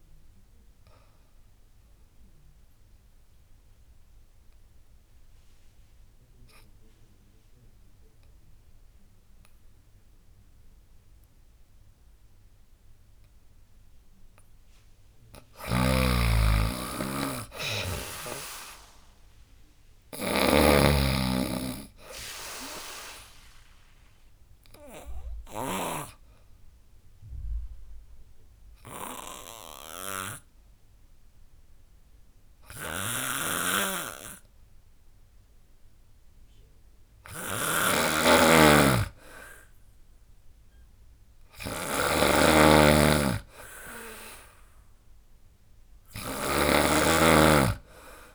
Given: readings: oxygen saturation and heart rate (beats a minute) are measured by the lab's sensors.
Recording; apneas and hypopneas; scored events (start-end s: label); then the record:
breathing in sleep by a room microphone; 2
0.00-5.00 s: drop in pulse transit time (device-marked, heart rate 76 extreme)
0.00-15.00 s: oxygen desaturation (device-marked, oxygen 94% lowest, heart rate 64 extreme)
0.50-13.00 s: obstructive apnea (oxygen 98% before, 92% lowest, heart rate 73 before, 64 extreme, up 7 after)
16.00-19.50 s: arousal
18.00-28.00 s: drop in pulse transit time (device-marked, heart rate 76 before, 69 extreme)
20.00-25.50 s: snoring (device-marked)
20.00-39.00 s: oxygen desaturation (device-marked, oxygen 97% before, 92% lowest, heart rate 76 before, 64 extreme)
23.00-36.00 s: obstructive apnea (oxygen 98% before, 90% lowest, heart rate 76 before, 64 extreme, up 15 after)
32.50-46.00 s: snoring (device-marked)
39.00-42.00 s: arousal
43.00-48.35 s: drop in pulse transit time (device-marked, heart rate 70 before, 74 extreme)
From the record:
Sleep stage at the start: N2 (light sleep); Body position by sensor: on the back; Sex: female